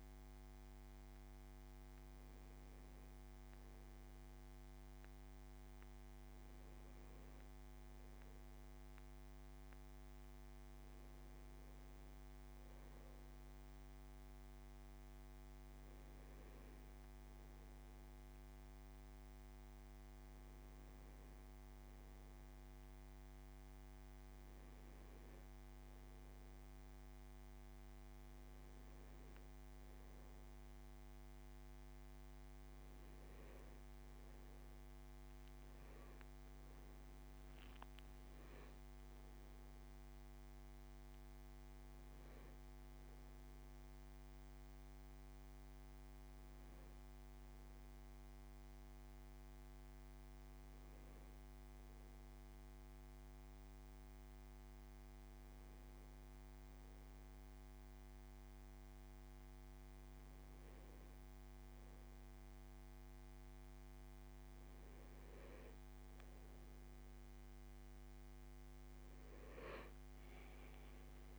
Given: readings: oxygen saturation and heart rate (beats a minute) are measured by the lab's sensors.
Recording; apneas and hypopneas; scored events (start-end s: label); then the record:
a person awake in a sleep study, hard to hear, by a microphone on the trachea; none
none scored
From the record:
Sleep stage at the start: awake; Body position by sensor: on the back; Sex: male